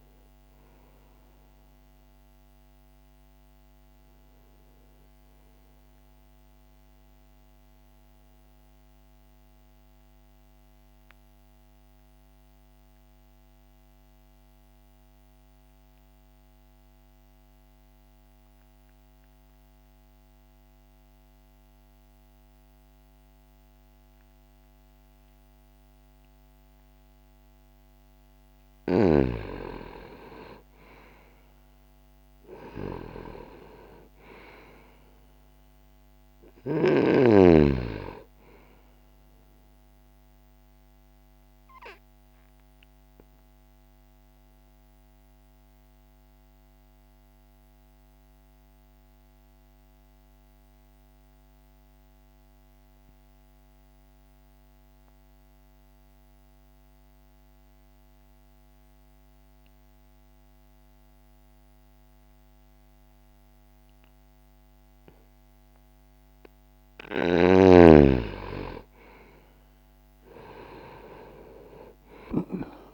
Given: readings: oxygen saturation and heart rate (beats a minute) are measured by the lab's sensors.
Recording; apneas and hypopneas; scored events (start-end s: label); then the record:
breathing in sleep by a microphone on the trachea; 2
0.00-14.50 s: oxygen desaturation (device-marked, oxygen 84% lowest, heart rate 60 extreme)
6.00-28.00 s: mixed apnea (oxygen 97% before, 84% lowest, heart rate 61 before, 60 extreme, up 2 after)
8.50-72.94 s: new sleep stage, N2 (light sleep)
29.50-58.50 s: oxygen desaturation (device-marked, oxygen 99% before, 86% lowest, heart rate 62 before, 60 extreme)
30.00-34.00 s: arousal
40.00-65.00 s: obstructive apnea (oxygen 99% before, 86% lowest, heart rate 62 before, 60 extreme, up 0 after)
67.50-72.94 s: oxygen desaturation (device-marked, oxygen 97% before, 86% lowest, heart rate 60 before, 59 extreme)
69.00-72.94 s: arousal
From the record:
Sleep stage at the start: N1 (lightest sleep); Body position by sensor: on the right side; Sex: male